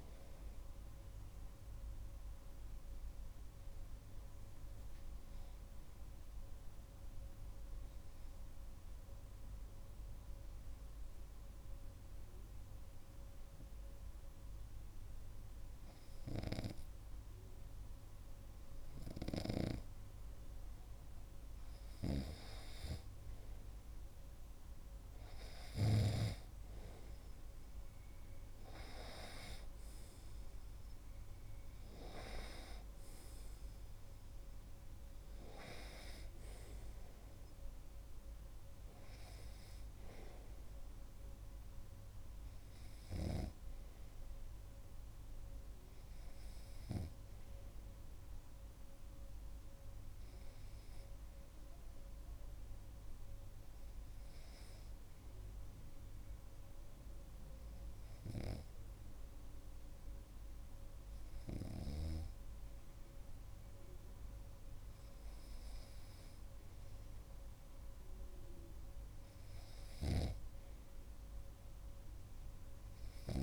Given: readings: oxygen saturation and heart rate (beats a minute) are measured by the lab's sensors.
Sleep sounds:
breathing in sleep by a room microphone; 2
6.50-20.50 s: obstructive apnea (oxygen 100% before, 95% lowest)
16.50-20.00 s: snoring (device-marked)
22.00-26.50 s: snoring (device-marked)
24.50-28.50 s: arousal
49.00-68.00 s: hypopnea (oxygen 98% before, 95% lowest)
58.50-62.50 s: snoring (device-marked)
70.00-73.43 s: snoring (device-marked)
From the record:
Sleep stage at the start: N2 (light sleep); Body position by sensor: on the right side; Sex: male

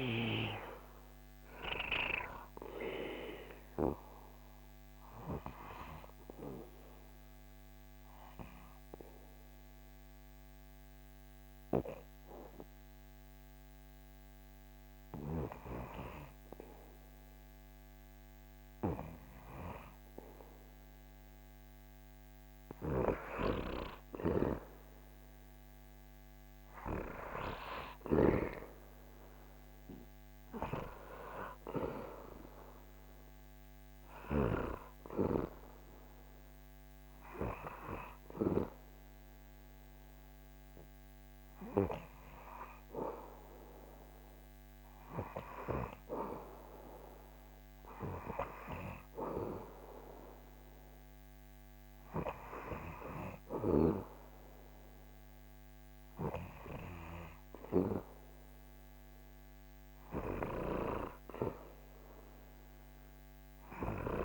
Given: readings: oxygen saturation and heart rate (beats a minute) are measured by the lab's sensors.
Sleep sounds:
breathing in sleep by a microphone on the trachea; 1
4.00-20.00 s: obstructive apnea (oxygen 99% before, 95% lowest, heart rate 77 before, 72 extreme, up 2 after)
21.00-25.50 s: arousal
From the record:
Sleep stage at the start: N2 (light sleep); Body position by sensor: on the back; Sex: male

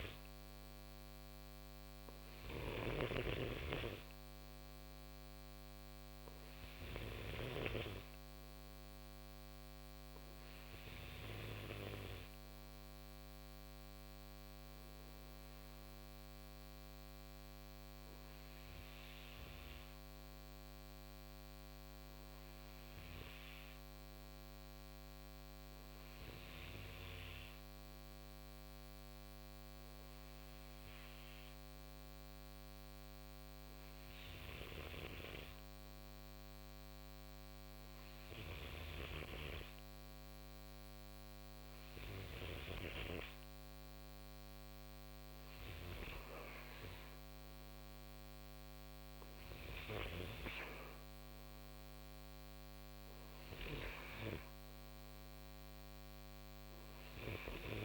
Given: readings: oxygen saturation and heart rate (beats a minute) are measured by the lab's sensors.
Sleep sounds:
breathing in sleep by a microphone on the trachea; none
0.00-7.00 s: snoring (device-marked)
From the record:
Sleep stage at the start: REM sleep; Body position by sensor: on the right side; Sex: male

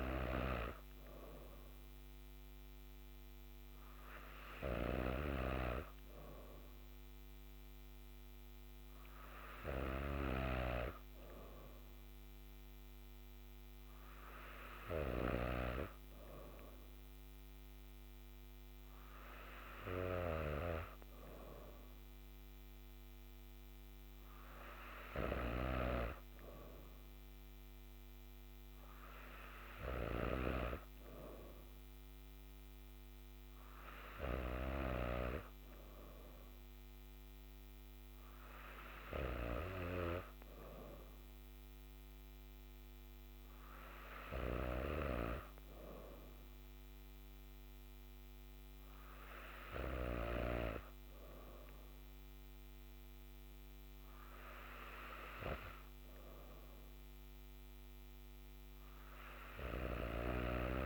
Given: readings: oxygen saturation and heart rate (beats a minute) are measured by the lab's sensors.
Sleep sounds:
breathing in sleep by a microphone on the trachea; none
none scored
From the record:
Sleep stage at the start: N3 (deep sleep); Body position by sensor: on the back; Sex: female

